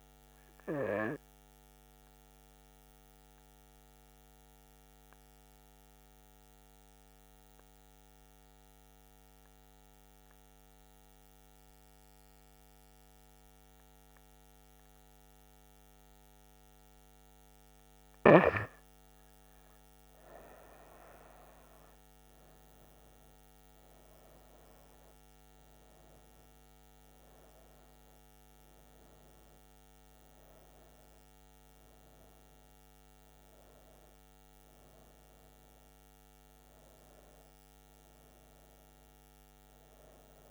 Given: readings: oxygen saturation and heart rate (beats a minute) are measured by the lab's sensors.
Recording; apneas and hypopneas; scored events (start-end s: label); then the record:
breathing in sleep by a microphone on the trachea; 1
1.00-18.50 s: mixed apnea (oxygen 98% before, 93% lowest, heart rate 75 before, 68 extreme, up 8 after)
20.00-40.50 s: oxygen desaturation (device-marked, oxygen 98% before, 93% lowest, heart rate 68 before, 66 extreme)
21.00-25.50 s: arousal
From the record:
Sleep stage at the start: N2 (light sleep); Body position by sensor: on the back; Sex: female